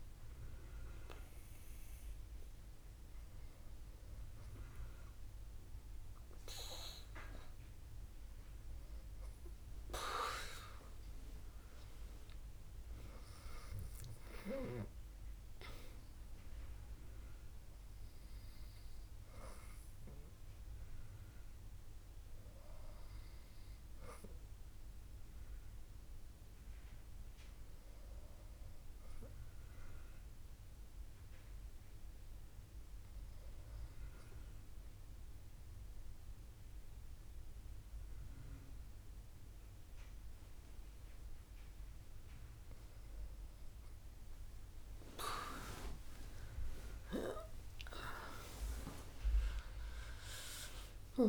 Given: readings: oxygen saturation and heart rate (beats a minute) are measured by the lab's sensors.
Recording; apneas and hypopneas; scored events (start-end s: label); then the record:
breathing in sleep by a room microphone; 1
12.50-16.00 s: arousal
25.50-43.00 s: hypopnea (oxygen 98% before, 97% lowest, heart rate 67 before, 64 extreme, up 28 after)
46.50-50.50 s: arousal
From the record:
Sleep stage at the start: N2 (light sleep); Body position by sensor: on the back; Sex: female